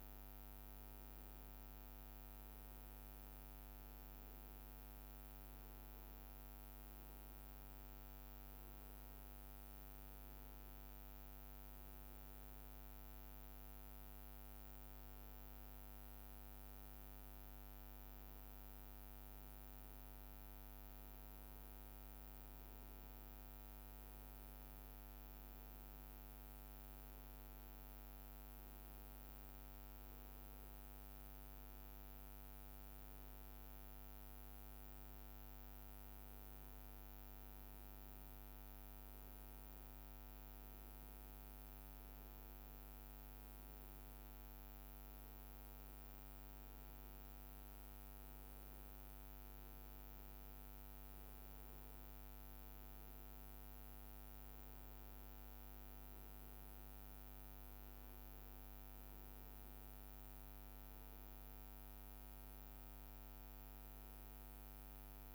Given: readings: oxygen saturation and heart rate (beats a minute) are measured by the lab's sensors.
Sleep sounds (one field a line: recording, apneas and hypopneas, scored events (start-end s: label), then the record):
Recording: breathing in sleep, hard to hear, by a microphone on the trachea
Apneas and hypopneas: none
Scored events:
none scored
From the record:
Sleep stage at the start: N1 (lightest sleep)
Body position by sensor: on the right side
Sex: male